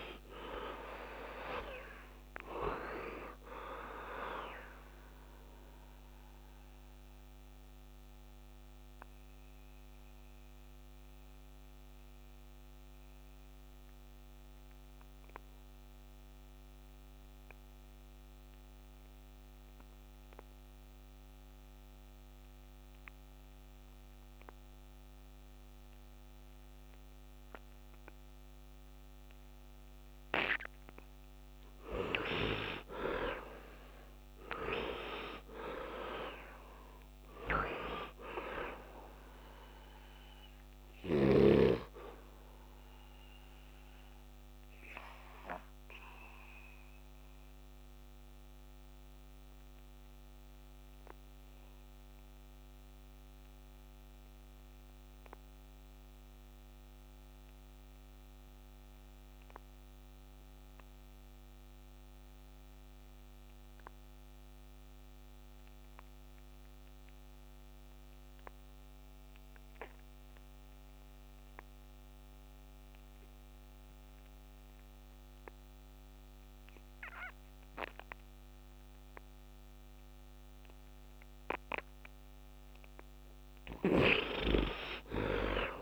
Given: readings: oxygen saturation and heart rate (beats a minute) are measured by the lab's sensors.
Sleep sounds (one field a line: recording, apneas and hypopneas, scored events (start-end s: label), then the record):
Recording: breathing in sleep by a microphone on the trachea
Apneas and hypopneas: 2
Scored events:
0.00-1.50 s: arousal
0.00-26.50 s: oxygen desaturation (device-marked, oxygen 45% lowest, heart rate 62 extreme)
5.00-29.50 s: mixed apnea (oxygen 73% before, 45% lowest, heart rate 71 before, 62 extreme, up 16 after)
28.50-57.50 s: oxygen desaturation (device-marked, oxygen 98% before, 55% lowest, heart rate 69 before, 63 extreme)
31.00-36.00 s: arousal
46.00-81.00 s: obstructive apnea (oxygen 98% before, 46% lowest, heart rate 80 before, 62 extreme, up 12 after)
66.50-85.82 s: oxygen desaturation (device-marked, oxygen 99% before, 46% lowest, heart rate 67 before, 62 extreme)
84.00-85.82 s: arousal
From the record:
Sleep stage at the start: N2 (light sleep)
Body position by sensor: on the right side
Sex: male